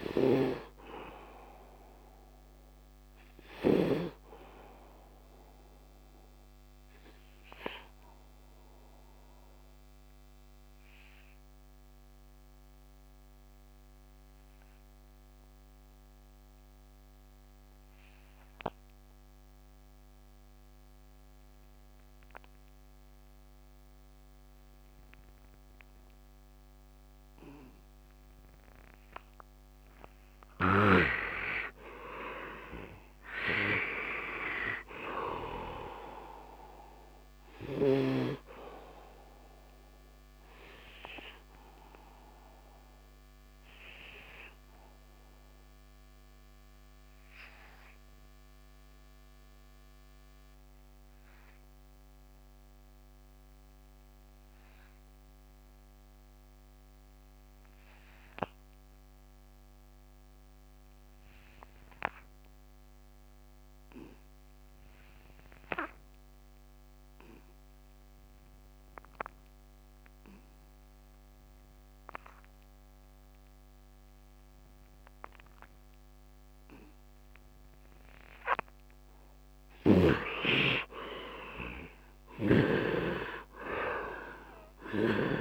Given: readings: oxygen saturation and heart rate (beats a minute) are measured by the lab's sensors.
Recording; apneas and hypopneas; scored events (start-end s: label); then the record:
breathing in sleep by a microphone on the trachea; 2
0.00-17.00 s: oxygen desaturation (device-marked, oxygen 66% lowest, heart rate 70 extreme)
4.50-29.00 s: obstructive apnea (oxygen 99% before, 66% lowest, heart rate 80 before, 70 extreme, up 20 after)
23.00-61.00 s: oxygen desaturation (device-marked, oxygen 100% before, 72% lowest, heart rate 73 before, 72 extreme)
30.00-34.50 s: arousal
40.50-78.50 s: obstructive apnea (oxygen 100% before, 64% lowest, heart rate 82 before, 72 extreme, up 10 after)
63.00-85.41 s: oxygen desaturation (device-marked, oxygen 99% before, 64% lowest, heart rate 73 before, 73 extreme)
80.50-85.00 s: arousal
From the record:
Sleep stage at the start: N2 (light sleep); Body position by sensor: on the right side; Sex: male